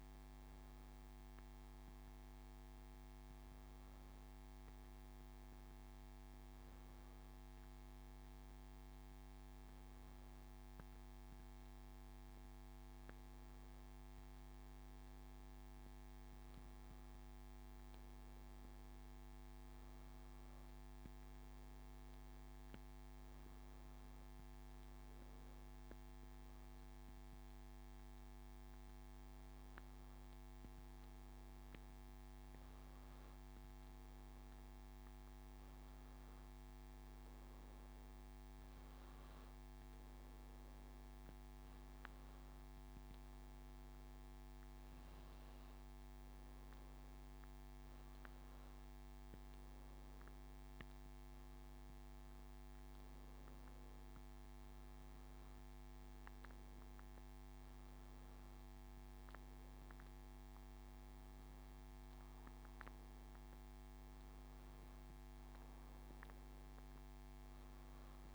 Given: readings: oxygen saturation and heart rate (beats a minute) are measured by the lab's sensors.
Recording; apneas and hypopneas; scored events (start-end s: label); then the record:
breathing in sleep, hard to hear, by a microphone on the trachea; none
none scored
From the record:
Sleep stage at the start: N1 (lightest sleep); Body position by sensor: on the back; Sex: male